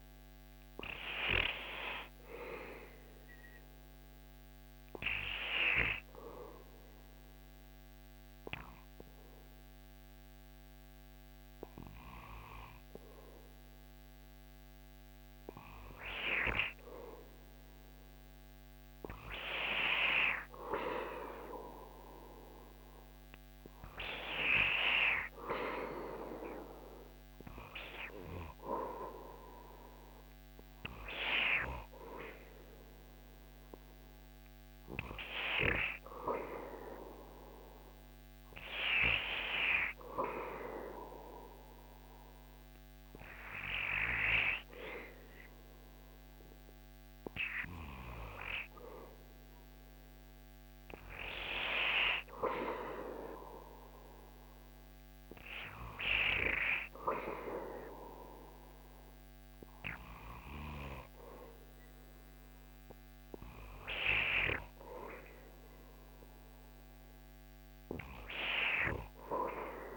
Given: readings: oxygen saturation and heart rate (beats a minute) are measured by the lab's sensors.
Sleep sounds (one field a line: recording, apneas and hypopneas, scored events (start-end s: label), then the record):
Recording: breathing in sleep by a microphone on the trachea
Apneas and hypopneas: 2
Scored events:
2.00-15.00 s: hypopnea (oxygen 97% before, 96% lowest, heart rate 75 before, 73 extreme, up 3 after)
18.50-24.00 s: arousal
40.50-51.50 s: hypopnea (oxygen 99% before, 95% lowest, heart rate 75 before, 71 extreme, up 0 after)
53.00-57.50 s: arousal
From the record:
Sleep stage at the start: N2 (light sleep)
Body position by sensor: on the back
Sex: male